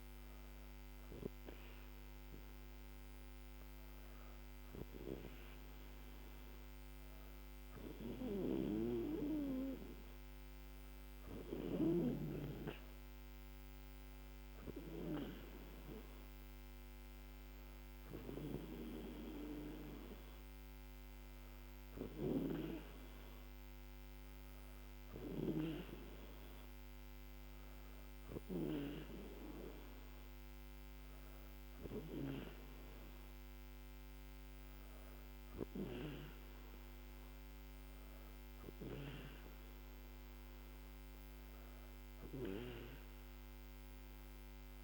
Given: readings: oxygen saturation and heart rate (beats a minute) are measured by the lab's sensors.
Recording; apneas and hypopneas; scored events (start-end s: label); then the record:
breathing in sleep by a microphone on the trachea; none
none scored
From the record:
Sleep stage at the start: N2 (light sleep); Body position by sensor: on the back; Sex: female